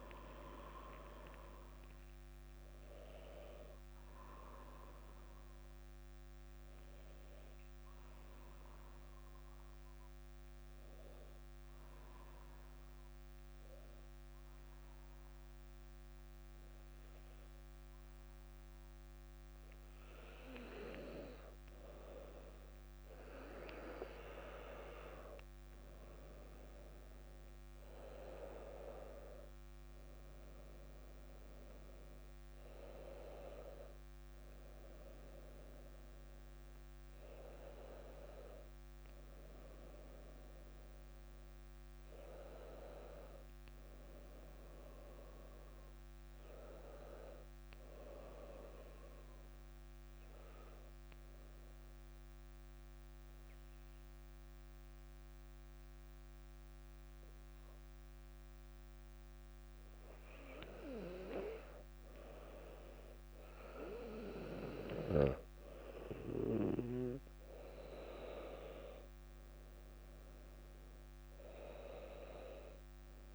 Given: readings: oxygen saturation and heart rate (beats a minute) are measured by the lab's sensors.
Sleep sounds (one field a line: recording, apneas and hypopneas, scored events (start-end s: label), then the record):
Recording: breathing in sleep by a microphone on the trachea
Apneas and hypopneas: 2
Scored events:
0.00-14.00 s: drop in pulse transit time (device-marked, heart rate 62 extreme)
9.00-20.50 s: hypopnea (oxygen 98% before, 94% lowest, heart rate 62 before, 59 extreme, up 0 after)
24.00-28.00 s: arousal
29.00-41.00 s: oxygen desaturation (device-marked, oxygen 99% before, 94% lowest, heart rate 62 before, 59 extreme)
49.00-60.50 s: central apnea (oxygen 99% before, 94% lowest, heart rate 60 before, 58 extreme, up 0 after)
63.00-68.50 s: arousal
70.00-73.35 s: oxygen desaturation (device-marked, oxygen 99% before, 95% lowest, heart rate 60 before, 58 extreme)
From the record:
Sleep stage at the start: N2 (light sleep)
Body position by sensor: on the back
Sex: female